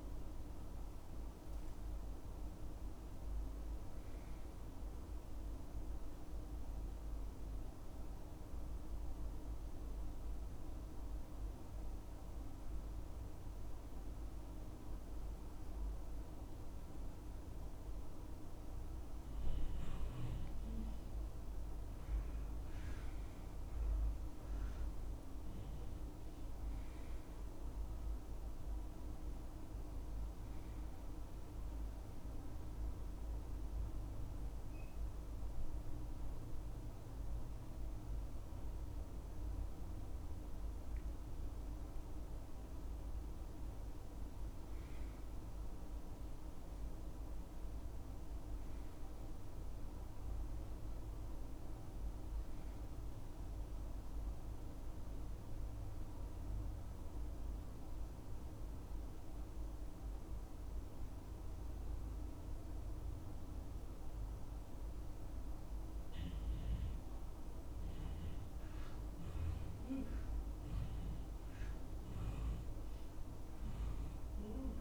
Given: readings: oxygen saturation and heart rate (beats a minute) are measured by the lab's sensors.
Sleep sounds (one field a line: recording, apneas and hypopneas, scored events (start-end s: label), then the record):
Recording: breathing in sleep, hard to hear, by a room microphone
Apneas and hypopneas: 3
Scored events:
0.00-9.00 s: oxygen desaturation (device-marked, oxygen 96% lowest, heart rate 62 extreme)
6.50-20.00 s: central apnea (oxygen 99% before, 93% lowest, heart rate 68 before, 62 extreme, up 9 after)
22.00-25.50 s: arousal
27.00-49.00 s: oxygen desaturation (device-marked, oxygen 97% before, 93% lowest, heart rate 66 before, 64 extreme)
35.00-45.00 s: central apnea (oxygen 98% before, 93% lowest, heart rate 69 before, 64 extreme, up 7 after)
48.00-51.50 s: arousal
57.00-67.50 s: mixed apnea (oxygen 98% before, 90% lowest, heart rate 69 before, 64 extreme, up 6 after)
70.50-74.00 s: arousal
From the record:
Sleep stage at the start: N2 (light sleep)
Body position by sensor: on the back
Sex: male